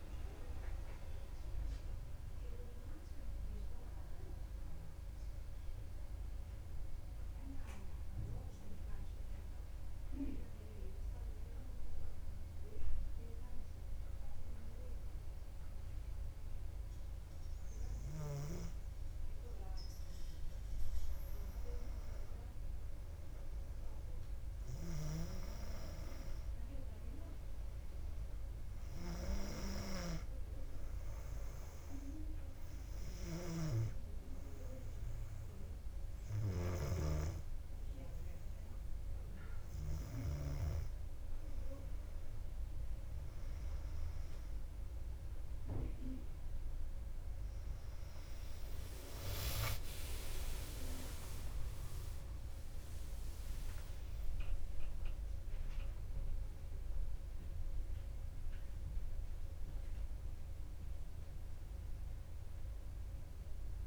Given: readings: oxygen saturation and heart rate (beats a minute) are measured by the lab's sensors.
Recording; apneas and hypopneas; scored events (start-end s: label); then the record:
breathing in sleep by a room microphone; 2
8.00-19.00 s: hypopnea (oxygen 99% before, 95% lowest, heart rate 64 before, 59 extreme, up 2 after)
21.50-24.50 s: arousal
27.50-42.50 s: oxygen desaturation (device-marked, oxygen 98% before, 95% lowest, heart rate 60 before, 60 extreme)
30.00-41.50 s: hypopnea (oxygen 99% before, 94% lowest, heart rate 60 before, 60 extreme, up 2 after)
33.00-36.50 s: snoring (device-marked)
48.00-51.50 s: arousal
50.50-61.50 s: drop in pulse transit time (device-marked, heart rate 61 before, 63 extreme)
From the record:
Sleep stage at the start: N2 (light sleep); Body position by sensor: on the back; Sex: female